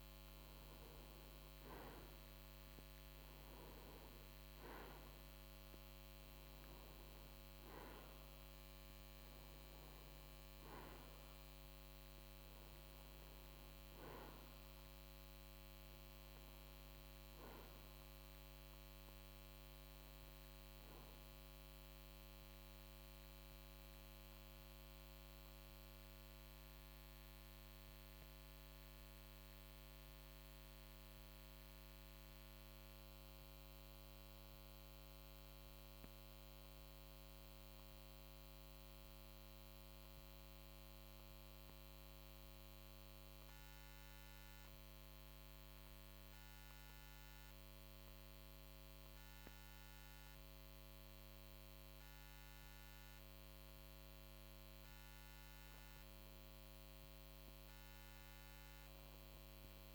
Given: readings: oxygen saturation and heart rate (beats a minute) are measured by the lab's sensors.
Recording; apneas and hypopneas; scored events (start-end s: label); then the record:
breathing in sleep, hard to hear, by a microphone on the trachea; 1
13.50-36.50 s: oxygen desaturation (device-marked, oxygen 95% before, 92% lowest, heart rate 55 before, 53 extreme)
28.50-54.50 s: mixed apnea (oxygen 96% before, 92% lowest, heart rate 56 before, 52 extreme, up 1 after)
From the record:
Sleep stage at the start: N2 (light sleep); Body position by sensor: on the right side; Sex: male